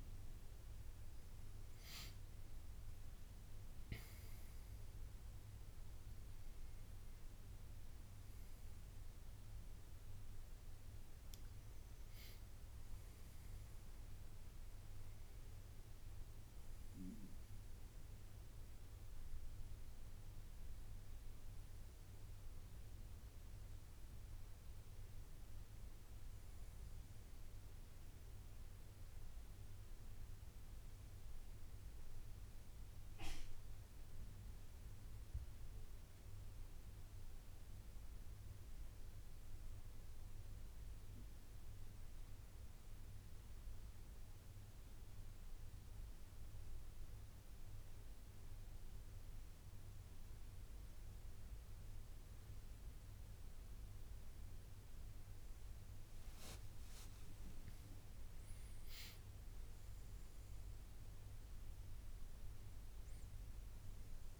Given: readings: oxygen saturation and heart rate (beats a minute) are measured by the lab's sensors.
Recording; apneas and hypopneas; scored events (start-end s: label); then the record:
breathing in sleep, hard to hear, by a room microphone; 1
33.50-37.50 s: arousal
40.50-54.00 s: hypopnea (oxygen 97% before, 94% lowest, heart rate 77 before, 74 extreme, up 8 after)
57.00-61.00 s: arousal
From the record:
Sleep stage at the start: N1 (lightest sleep); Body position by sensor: on the left side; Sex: male